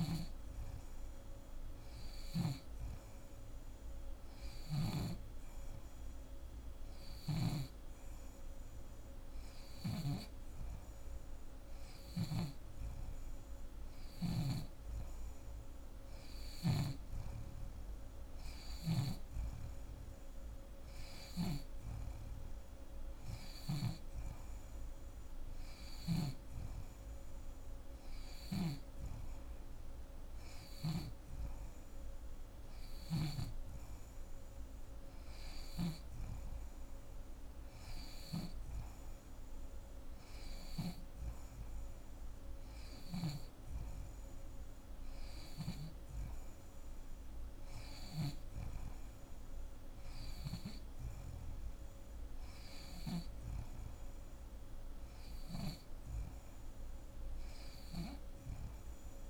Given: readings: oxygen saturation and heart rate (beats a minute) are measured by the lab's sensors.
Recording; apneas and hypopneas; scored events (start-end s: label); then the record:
breathing in sleep by a room microphone; none
11.50-21.00 s: snoring (device-marked)
28.00-33.00 s: snoring (device-marked)
From the record:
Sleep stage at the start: N2 (light sleep); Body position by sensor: on the back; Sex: female